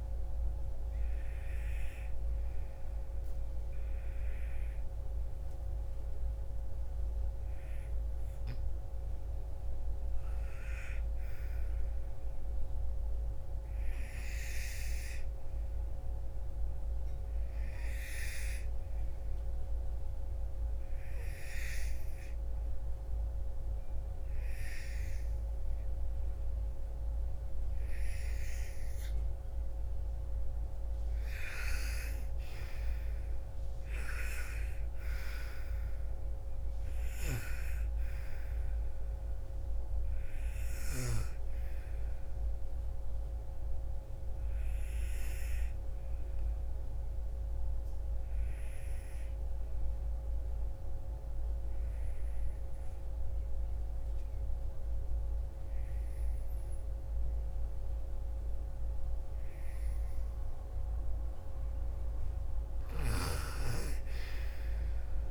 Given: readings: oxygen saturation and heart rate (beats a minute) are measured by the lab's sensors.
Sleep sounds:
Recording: breathing in sleep by a room microphone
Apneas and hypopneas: 2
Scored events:
14.00-29.00 s: obstructive apnea (oxygen 96% before, 89% lowest, heart rate 63 before, 56 extreme, up 13 after)
30.50-34.50 s: arousal
30.50-52.50 s: oxygen desaturation (device-marked, oxygen 95% before, 90% lowest, heart rate 59 before, 56 extreme)
43.00-60.00 s: obstructive apnea (oxygen 97% before, 87% lowest, heart rate 63 before, 54 extreme, up 11 after)
62.00-65.31 s: snoring (device-marked)
63.00-65.31 s: arousal
From the record:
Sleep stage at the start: N2 (light sleep)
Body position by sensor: on the right side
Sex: female

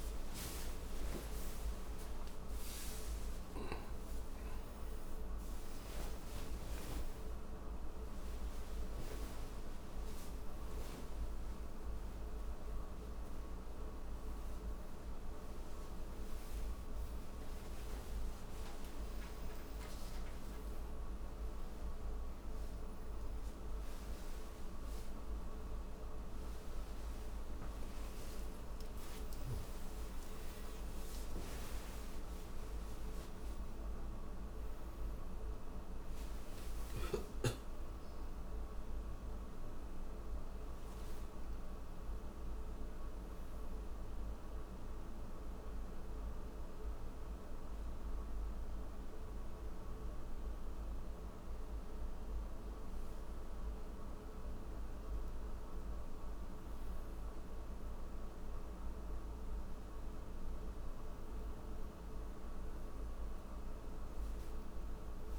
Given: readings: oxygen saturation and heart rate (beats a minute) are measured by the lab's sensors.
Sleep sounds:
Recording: breathing in sleep, hard to hear, by a room microphone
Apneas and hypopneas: none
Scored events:
none scored
From the record:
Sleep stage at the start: N1 (lightest sleep)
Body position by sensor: on the back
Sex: male

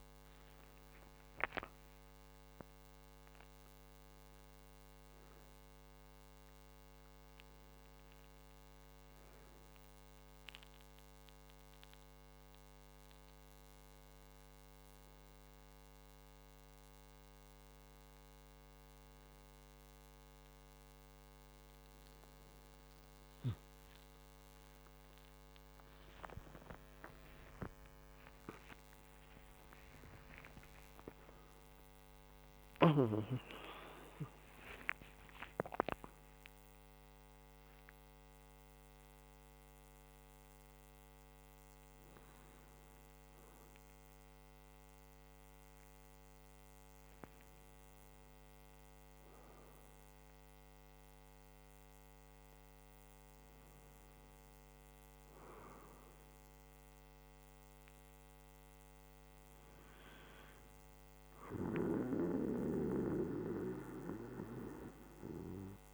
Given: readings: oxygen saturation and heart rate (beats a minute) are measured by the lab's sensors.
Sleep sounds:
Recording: a person awake in a sleep study, by a microphone on the trachea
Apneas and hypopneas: none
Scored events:
28.00-33.50 s: snoring (device-marked)
50.50-65.94 s: new sleep stage, N1 (lightest sleep)
From the record:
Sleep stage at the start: awake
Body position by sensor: on the back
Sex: male

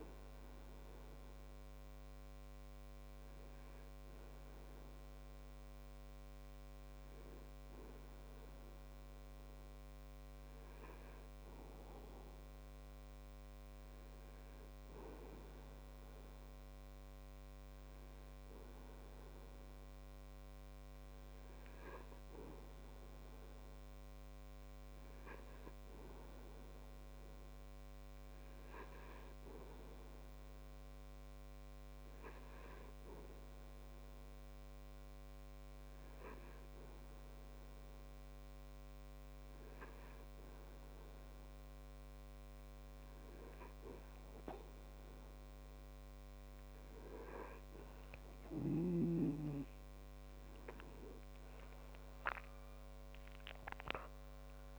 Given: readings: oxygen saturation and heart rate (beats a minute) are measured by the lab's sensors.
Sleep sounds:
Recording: breathing in sleep by a microphone on the trachea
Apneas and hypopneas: 1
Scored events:
21.50-39.50 s: hypopnea (oxygen 98% before, 96% lowest)
42.00-46.50 s: arousal
From the record:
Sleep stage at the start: N2 (light sleep)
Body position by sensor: on the back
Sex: male

